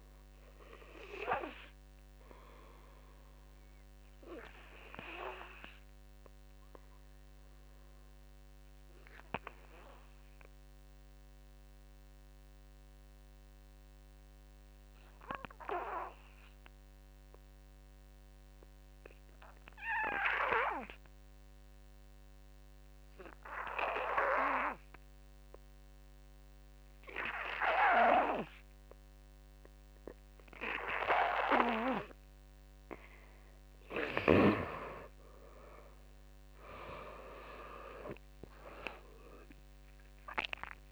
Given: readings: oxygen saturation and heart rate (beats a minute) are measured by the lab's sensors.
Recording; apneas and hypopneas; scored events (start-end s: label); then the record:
breathing in sleep by a microphone on the trachea; 1
0.00-7.50 s: drop in pulse transit time (device-marked, heart rate 52 extreme)
0.00-14.50 s: oxygen desaturation (device-marked, oxygen 84% lowest, heart rate 48 extreme)
1.50-31.00 s: obstructive apnea (oxygen 97% before, 84% lowest, heart rate 59 before, 45 extreme, up 21 after)
33.50-40.92 s: oxygen desaturation (device-marked, oxygen 97% before, 84% lowest, heart rate 53 before, 45 extreme)
36.00-39.50 s: arousal
37.50-40.92 s: drop in pulse transit time (device-marked, heart rate 53 before, 46 extreme)
From the record:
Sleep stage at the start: N2 (light sleep); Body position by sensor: on the back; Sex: male